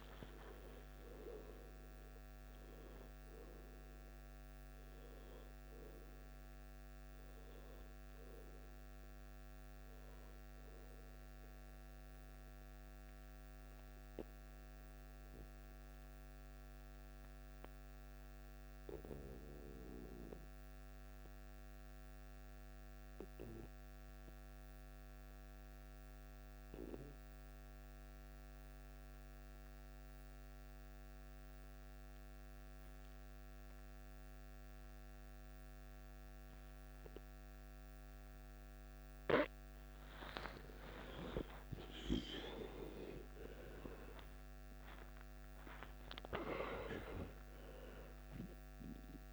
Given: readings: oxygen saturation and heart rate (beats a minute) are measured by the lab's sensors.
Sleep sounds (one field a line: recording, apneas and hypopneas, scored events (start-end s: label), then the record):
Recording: breathing in sleep by a microphone on the trachea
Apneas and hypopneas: 1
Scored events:
0.00-1.50 s: long interval between heartbeats (device-marked, heart rate 81 extreme)
13.50-39.50 s: obstructive apnea (oxygen 96% before, 91% lowest, heart rate 73 before, 53 extreme, up 13 after)
34.50-49.33 s: oxygen desaturation (device-marked, oxygen 99% before, 91% lowest, heart rate 55 before, 54 extreme)
41.00-45.00 s: arousal
48.50-49.33 s: new sleep stage, N2 (light sleep)
From the record:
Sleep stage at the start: N1 (lightest sleep)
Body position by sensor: on the back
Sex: male